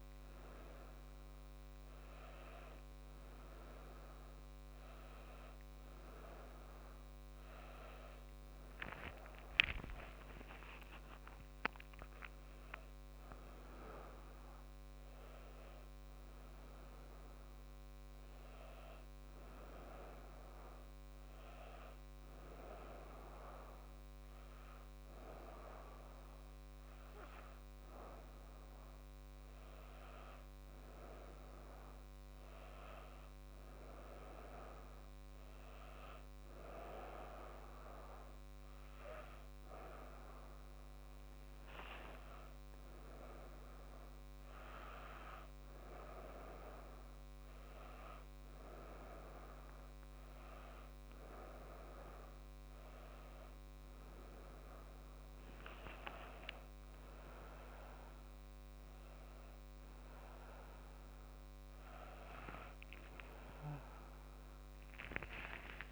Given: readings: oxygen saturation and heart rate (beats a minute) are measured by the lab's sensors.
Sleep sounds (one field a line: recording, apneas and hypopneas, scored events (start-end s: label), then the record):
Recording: breathing in sleep by a microphone on the trachea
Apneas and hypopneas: none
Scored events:
8.50-13.00 s: arousal
65.00-65.92 s: new sleep stage, awake
From the record:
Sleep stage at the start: N1 (lightest sleep)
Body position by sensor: on the back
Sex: female